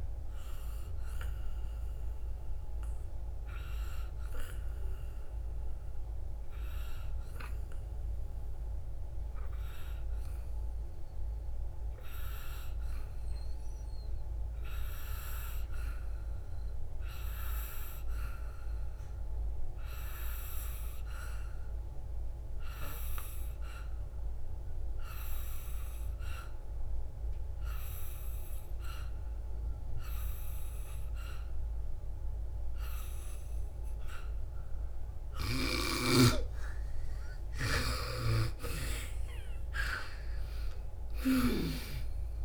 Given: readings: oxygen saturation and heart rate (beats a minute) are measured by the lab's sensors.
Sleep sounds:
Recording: breathing in sleep by a room microphone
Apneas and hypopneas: 1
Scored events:
0.00-7.50 s: oxygen desaturation (device-marked, oxygen 92% lowest, heart rate 55 extreme)
1.50-35.50 s: obstructive apnea (oxygen 98% before, 89% lowest, heart rate 72 before, 55 extreme, up 9 after)
32.50-42.45 s: oxygen desaturation (device-marked, oxygen 97% before, 90% lowest, heart rate 60 before, 56 extreme)
38.00-42.45 s: arousal
From the record:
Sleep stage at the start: N2 (light sleep)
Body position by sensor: on the back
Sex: female

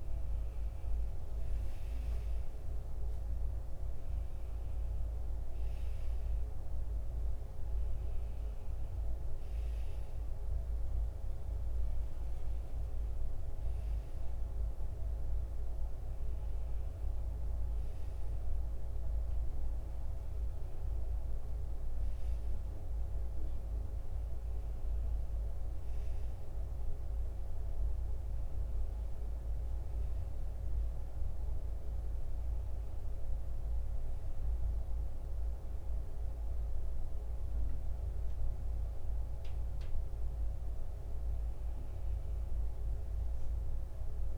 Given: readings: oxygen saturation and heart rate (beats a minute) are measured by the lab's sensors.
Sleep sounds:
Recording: breathing in sleep, hard to hear, by a room microphone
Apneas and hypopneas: none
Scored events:
0.00-19.00 s: oxygen desaturation (device-marked, oxygen 87% lowest, heart rate 74 extreme)
19.50-23.50 s: arousal
22.00-44.37 s: new sleep stage, N2 (light sleep)
From the record:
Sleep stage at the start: N1 (lightest sleep)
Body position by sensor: on the back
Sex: male

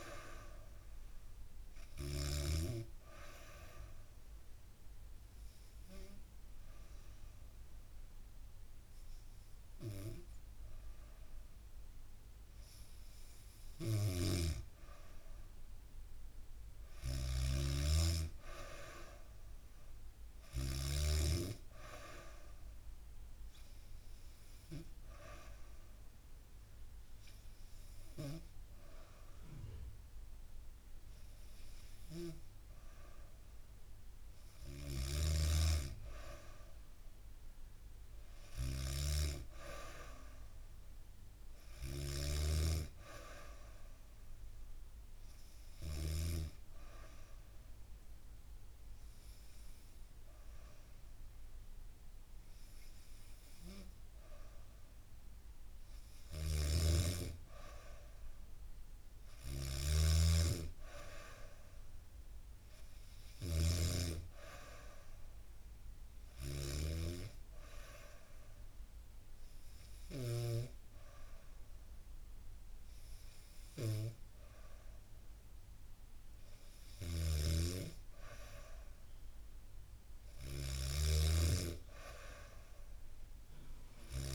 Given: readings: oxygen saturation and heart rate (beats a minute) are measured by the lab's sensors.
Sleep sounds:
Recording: breathing in sleep by a room microphone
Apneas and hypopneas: 4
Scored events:
0.00-1.50 s: snoring (device-marked)
0.00-11.00 s: oxygen desaturation (device-marked, oxygen 92% lowest, heart rate 67 extreme)
2.50-14.00 s: obstructive apnea (oxygen 97% before, 92% lowest, heart rate 69 before, 67 extreme, up 0 after)
13.00-20.50 s: snoring (device-marked)
16.50-19.50 s: arousal
21.00-30.00 s: oxygen desaturation (device-marked, oxygen 96% before, 92% lowest, heart rate 71 before, 68 extreme)
23.00-33.50 s: hypopnea (oxygen 97% before, 92% lowest, heart rate 71 before, 68 extreme, up 2 after)
34.00-45.50 s: snoring (device-marked)
35.50-38.50 s: arousal
44.00-55.00 s: hypopnea (oxygen 96% before, 92% lowest, heart rate 70 before, 69 extreme, up 0 after)
55.50-70.00 s: snoring (device-marked)
57.00-60.50 s: arousal
66.00-77.50 s: hypopnea (oxygen 95% before, 92% lowest, heart rate 70 before, 70 extreme, up 3 after)
76.50-84.35 s: snoring (device-marked)
79.00-82.00 s: arousal
From the record:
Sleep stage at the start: N2 (light sleep)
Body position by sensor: on the back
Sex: female

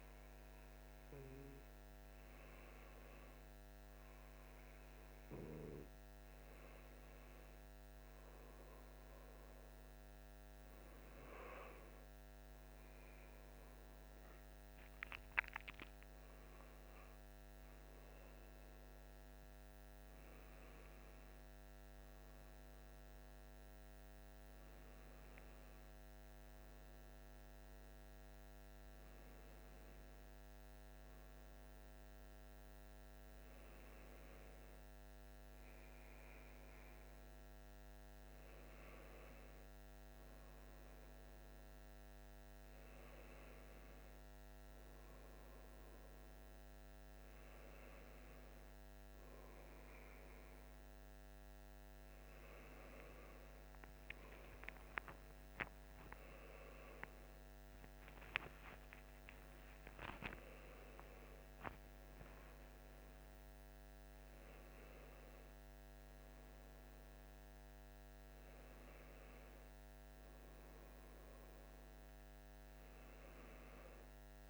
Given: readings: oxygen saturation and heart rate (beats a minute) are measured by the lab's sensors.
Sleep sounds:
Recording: breathing in sleep by a microphone on the trachea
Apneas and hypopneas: none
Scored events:
11.50-74.50 s: new sleep stage, N1 (lightest sleep)
From the record:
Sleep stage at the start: N2 (light sleep)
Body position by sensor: on the left side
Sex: male

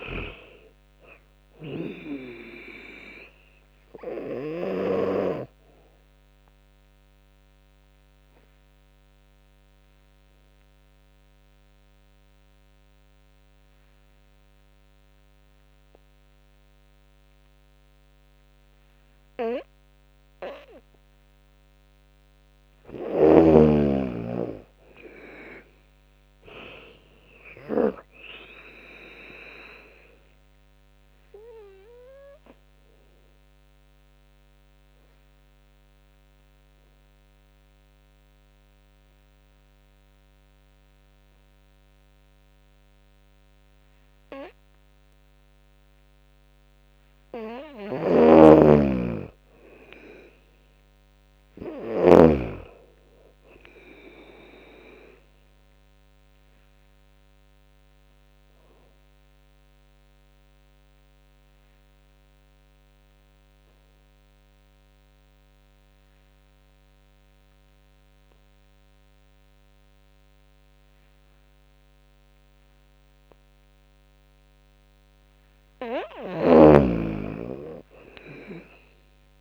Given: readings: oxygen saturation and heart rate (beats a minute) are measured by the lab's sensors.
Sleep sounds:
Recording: breathing in sleep by a microphone on the trachea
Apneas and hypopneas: 3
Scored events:
0.00-1.00 s: arousal
0.00-4.50 s: snoring (device-marked)
0.00-11.50 s: drop in pulse transit time (device-marked, heart rate 72 extreme)
0.00-20.50 s: oxygen desaturation (device-marked, oxygen 91% lowest, heart rate 65 extreme)
5.50-21.00 s: obstructive apnea (oxygen 98% before, 91% lowest, heart rate 76 before, 65 extreme, up 18 after)
22.00-26.00 s: arousal
24.50-35.50 s: drop in pulse transit time (device-marked, heart rate 75 before, 73 extreme)
30.00-46.00 s: obstructive apnea (oxygen 99% before, 93% lowest, heart rate 76 before, 65 extreme, up 18 after)
47.50-52.00 s: snoring (device-marked)
48.50-51.50 s: arousal
49.50-60.50 s: drop in pulse transit time (device-marked, heart rate 75 before, 76 extreme)
53.50-62.50 s: oxygen desaturation (device-marked, oxygen 98% before, 95% lowest, heart rate 74 before, 67 extreme)
56.00-74.50 s: obstructive apnea (oxygen 98% before, 93% lowest, heart rate 75 before, 67 extreme, up 15 after)
75.50-79.41 s: snoring (device-marked)
77.00-79.41 s: arousal
77.50-79.41 s: drop in pulse transit time (device-marked, heart rate 72 before, 73 extreme)
From the record:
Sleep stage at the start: N2 (light sleep)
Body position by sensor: on the back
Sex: female

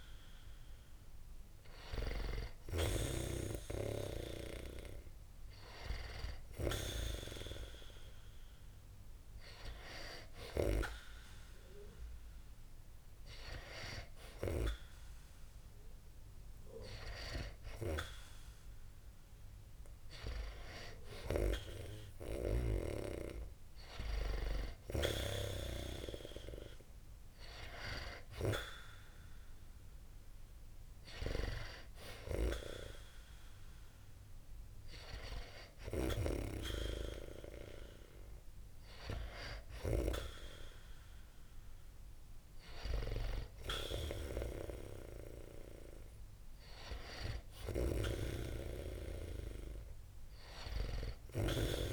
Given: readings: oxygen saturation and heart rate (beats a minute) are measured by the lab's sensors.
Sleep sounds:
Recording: breathing in sleep by a room microphone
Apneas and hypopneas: none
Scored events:
50.50-51.93 s: snoring (device-marked)
From the record:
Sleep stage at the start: N2 (light sleep)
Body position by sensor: on the back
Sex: male

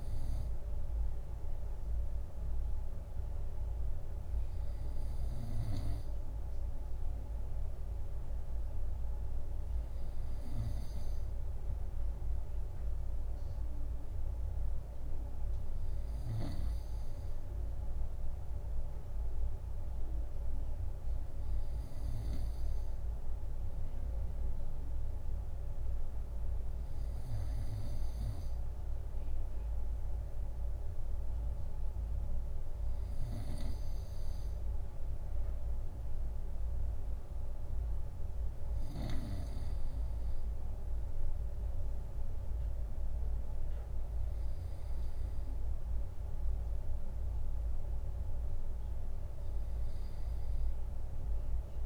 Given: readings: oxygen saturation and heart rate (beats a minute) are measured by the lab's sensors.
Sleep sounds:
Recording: breathing in sleep, hard to hear, by a room microphone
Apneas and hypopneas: none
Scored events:
16.50-22.50 s: snoring (device-marked)
From the record:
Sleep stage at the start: N2 (light sleep)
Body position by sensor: on the right side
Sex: male

